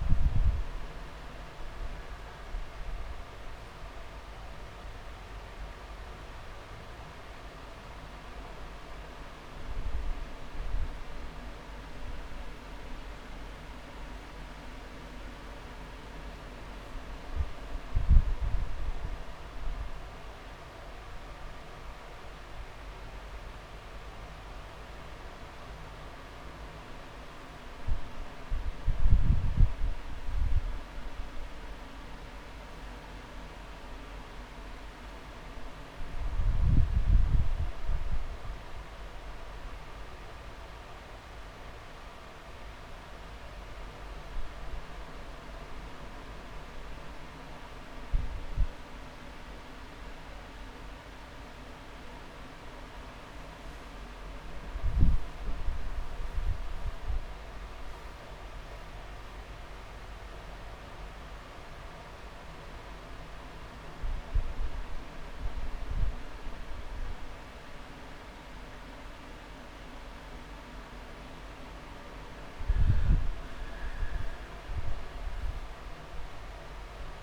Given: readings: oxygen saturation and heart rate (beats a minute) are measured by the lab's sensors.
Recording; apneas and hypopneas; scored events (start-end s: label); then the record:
breathing in sleep, hard to hear, by a room microphone; none
11.00-13.00 s: long interval between heartbeats (device-marked)
16.00-18.00 s: long interval between heartbeats (device-marked)
29.00-31.00 s: long interval between heartbeats (device-marked)
45.00-50.00 s: drop in pulse transit time (device-marked)
45.50-47.50 s: long interval between heartbeats (device-marked)
57.00-59.00 s: long interval between heartbeats (device-marked)
69.00-71.00 s: long interval between heartbeats (device-marked)
71.50-75.00 s: arousal
74.50-76.50 s: long interval between heartbeats (device-marked)
From the record:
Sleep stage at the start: N2 (light sleep); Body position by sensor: on the back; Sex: male